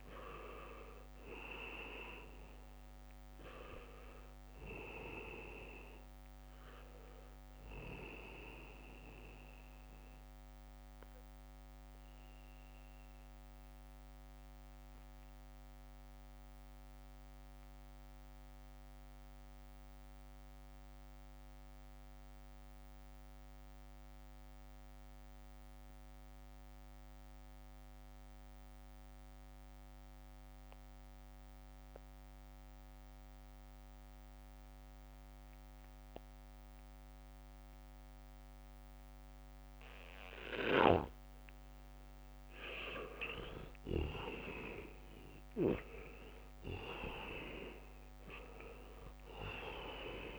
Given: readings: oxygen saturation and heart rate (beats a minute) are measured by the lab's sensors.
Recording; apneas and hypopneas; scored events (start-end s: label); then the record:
breathing in sleep by a microphone on the trachea; 1
0.00-21.50 s: oxygen desaturation (device-marked, oxygen 83% lowest, heart rate 64 extreme)
3.50-9.00 s: leg movement (device-marked)
14.50-42.00 s: mixed apnea (oxygen 98% before, 79% lowest, heart rate 68 before, 64 extreme, up 3 after)
26.00-26.50 s: leg movement (device-marked)
26.00-28.00 s: long interval between heartbeats (device-marked, heart rate 72 before, 72 extreme)
34.50-50.39 s: oxygen desaturation (device-marked, oxygen 99% before, 79% lowest, heart rate 72 before, 61 extreme)
44.50-50.00 s: arousal
From the record:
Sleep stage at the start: N2 (light sleep); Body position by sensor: on the back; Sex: male